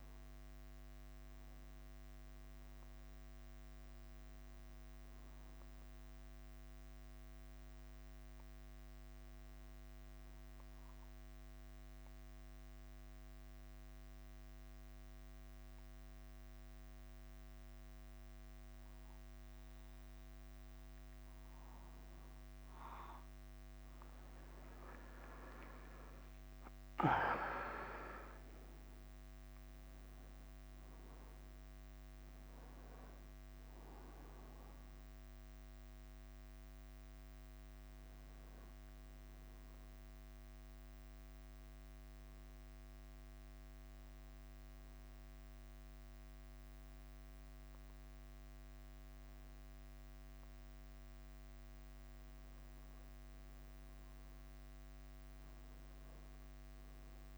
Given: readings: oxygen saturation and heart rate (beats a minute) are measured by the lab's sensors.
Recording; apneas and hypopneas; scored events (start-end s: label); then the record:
breathing in sleep, hard to hear, by a microphone on the trachea; 2
0.00-0.50 s: arousal
0.00-57.38 s: bradycardia (device-marked, heart rate 51 before, 42 extreme)
6.00-21.00 s: obstructive apnea (oxygen 99% before, 94% lowest, heart rate 49 before, 44 extreme, up 7 after)
23.00-44.00 s: oxygen desaturation (device-marked, oxygen 98% before, 95% lowest, heart rate 50 before, 44 extreme)
24.00-27.50 s: arousal
41.50-52.00 s: obstructive apnea (oxygen 98% before, 94% lowest, heart rate 50 before, 49 extreme, up 1 after)
55.50-57.38 s: arousal
From the record:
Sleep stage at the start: N2 (light sleep); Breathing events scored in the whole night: 259 in 4.3 hours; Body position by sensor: on the back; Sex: male